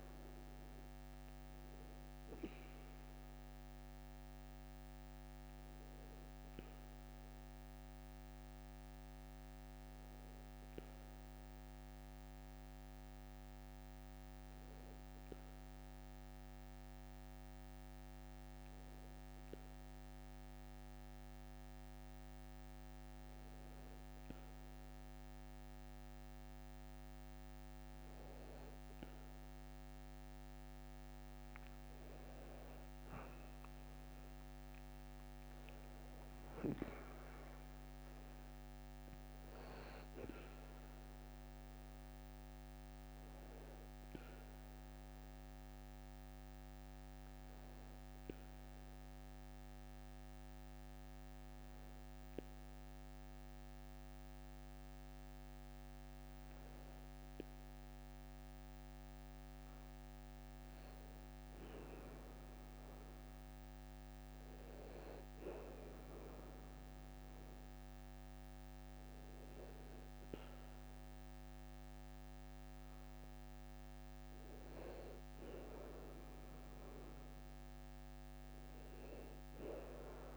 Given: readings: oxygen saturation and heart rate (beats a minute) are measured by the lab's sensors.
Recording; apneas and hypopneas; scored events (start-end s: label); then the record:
breathing in sleep, hard to hear, by a microphone on the trachea; 2
0.00-19.00 s: oxygen desaturation (device-marked, oxygen 93% lowest, heart rate 52 extreme)
10.00-27.00 s: hypopnea (oxygen 97% before, 94% lowest, heart rate 62 before, 52 extreme)
30.00-36.00 s: tachycardia (device-marked, heart rate 64 before, 118 extreme)
32.00-34.00 s: long interval between heartbeats (device-marked, heart rate 56 before, 87 extreme)
32.00-35.50 s: arousal
35.00-37.00 s: long interval between heartbeats (device-marked, heart rate 63 before, 118 extreme)
47.00-62.00 s: hypopnea (oxygen 99% before, 96% lowest, heart rate 81 before, 53 extreme, up 4 after)
63.50-67.50 s: arousal
From the record:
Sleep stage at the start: N2 (light sleep); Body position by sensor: on the back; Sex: male